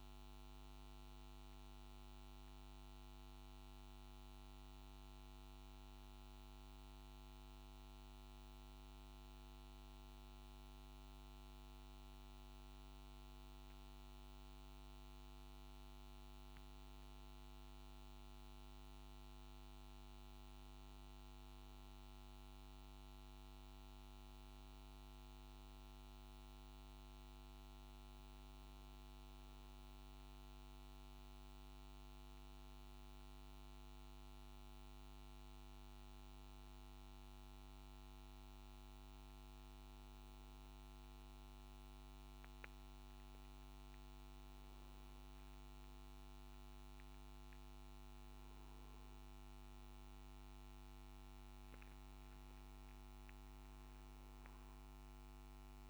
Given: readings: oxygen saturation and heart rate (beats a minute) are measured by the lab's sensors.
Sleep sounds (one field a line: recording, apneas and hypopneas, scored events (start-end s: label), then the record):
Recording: breathing in sleep, hard to hear, by a microphone on the trachea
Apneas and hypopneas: none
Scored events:
23.00-55.90 s: new sleep stage, N2 (light sleep)
From the record:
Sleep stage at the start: N1 (lightest sleep)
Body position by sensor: on the back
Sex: male